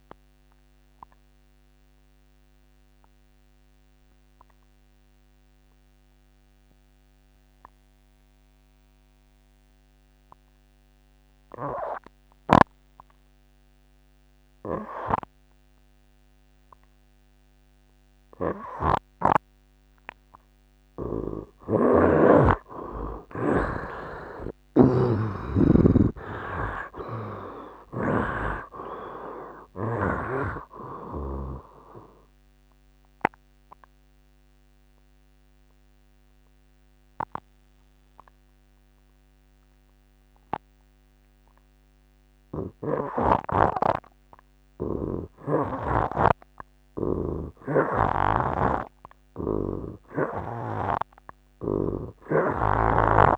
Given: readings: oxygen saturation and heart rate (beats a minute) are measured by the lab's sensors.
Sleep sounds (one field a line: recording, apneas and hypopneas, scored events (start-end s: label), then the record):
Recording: breathing in sleep by a microphone on the trachea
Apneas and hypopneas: 2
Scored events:
0.00-20.50 s: oxygen desaturation (device-marked, oxygen 56% lowest, heart rate 67 extreme)
2.00-21.00 s: obstructive apnea (oxygen 88% before, 44% lowest, heart rate 79 before, 67 extreme, up 37 after)
8.00-10.00 s: long interval between heartbeats (device-marked, heart rate 80 before, 80 extreme)
23.00-28.00 s: arousal
24.50-28.50 s: snoring (device-marked)
24.50-29.50 s: tachycardia (device-marked, heart rate 81 before, 104 extreme)
26.00-28.00 s: long interval between heartbeats (device-marked, heart rate 77 before, 94 extreme)
26.50-50.50 s: oxygen desaturation (device-marked, oxygen 60% before, 44% lowest, heart rate 78 before, 71 extreme)
32.50-46.00 s: obstructive apnea (oxygen 61% before, 44% lowest, heart rate 86 before, 74 extreme, up 8 after)
42.50-53.38 s: snoring (device-marked)
52.00-53.38 s: arousal
From the record:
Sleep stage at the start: N2 (light sleep)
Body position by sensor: on the right side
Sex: male